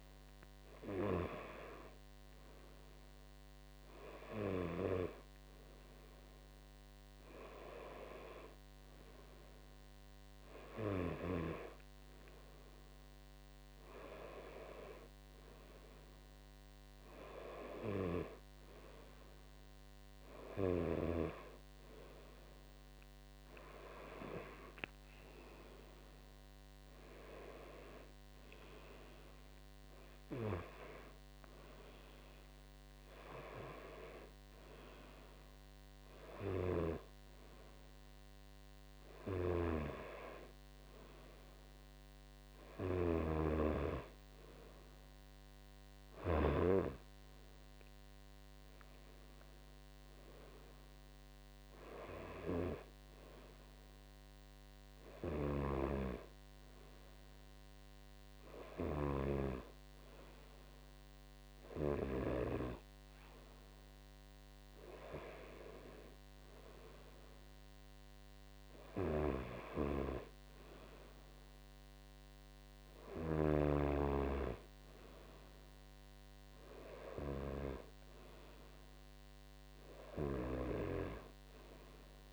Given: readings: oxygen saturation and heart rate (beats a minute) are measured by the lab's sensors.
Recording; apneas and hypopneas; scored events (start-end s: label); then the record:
breathing in sleep by a microphone on the trachea; none
4.00-82.33 s: new sleep stage, N2 (light sleep)
6.50-8.50 s: long interval between heartbeats (device-marked)
18.00-20.00 s: long interval between heartbeats (device-marked)
32.50-34.50 s: long interval between heartbeats (device-marked)
39.50-47.00 s: snoring (device-marked)
46.00-48.00 s: long interval between heartbeats (device-marked)
55.50-62.50 s: snoring (device-marked)
69.00-74.00 s: snoring (device-marked)
80.50-82.33 s: snoring (device-marked)
From the record:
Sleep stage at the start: N1 (lightest sleep); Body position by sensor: on the right side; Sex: male